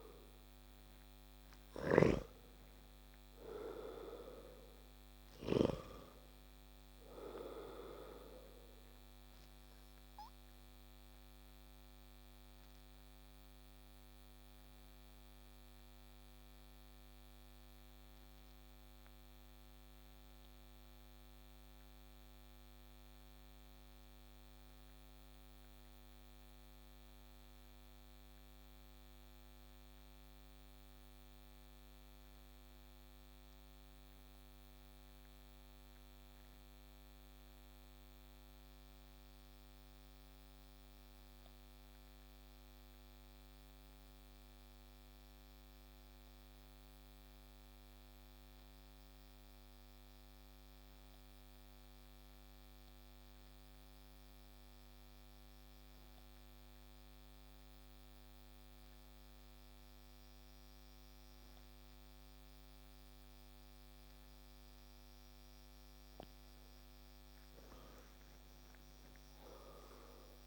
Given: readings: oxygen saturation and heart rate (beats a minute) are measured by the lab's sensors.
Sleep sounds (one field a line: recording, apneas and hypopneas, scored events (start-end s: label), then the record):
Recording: breathing in sleep by a microphone on the trachea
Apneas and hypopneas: 1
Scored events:
0.00-2.00 s: arousal
0.00-37.50 s: oxygen desaturation (device-marked, oxygen 83% lowest)
8.50-64.00 s: obstructive apnea (oxygen 94% before, 83% lowest)
65.50-70.46 s: oxygen desaturation (device-marked, oxygen 97% before, 92% lowest)
66.00-70.00 s: arousal
From the record:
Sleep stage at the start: N2 (light sleep)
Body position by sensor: on the back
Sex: male